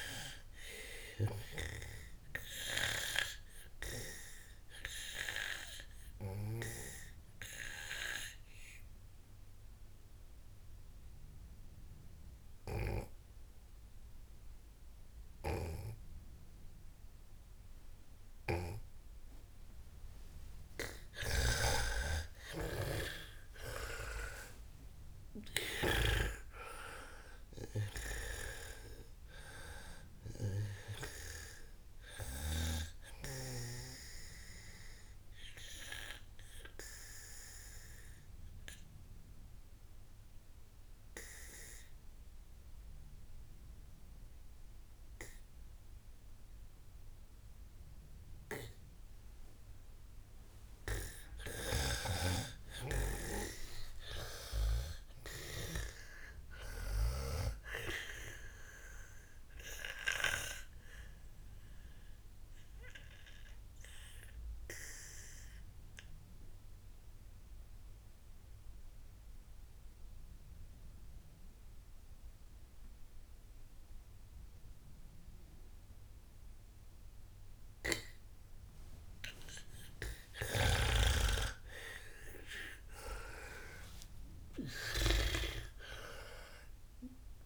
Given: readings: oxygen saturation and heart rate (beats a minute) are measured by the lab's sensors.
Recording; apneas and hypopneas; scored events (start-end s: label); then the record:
breathing in sleep by a room microphone; 3
4.00-20.50 s: obstructive apnea (oxygen 99% before, 91% lowest, heart rate 73 before, 55 extreme, up 36 after)
13.00-19.50 s: snoring (device-marked)
21.50-24.50 s: arousal
21.50-26.50 s: snoring (device-marked)
27.50-49.50 s: oxygen desaturation (device-marked, oxygen 97% before, 91% lowest, heart rate 71 before, 53 extreme)
34.50-51.50 s: obstructive apnea (oxygen 98% before, 91% lowest, heart rate 76 before, 53 extreme, up 43 after)
52.00-56.50 s: snoring (device-marked)
53.50-56.00 s: arousal
60.50-79.00 s: obstructive apnea (oxygen 99% before, 92% lowest, heart rate 71 before, 53 extreme, up 36 after)
81.00-87.46 s: snoring (device-marked)
82.00-85.50 s: arousal
85.50-87.46 s: oxygen desaturation (device-marked, oxygen 97% before, 92% lowest, heart rate 60 before, 53 extreme)
From the record:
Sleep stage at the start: N2 (light sleep); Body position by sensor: on the back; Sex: female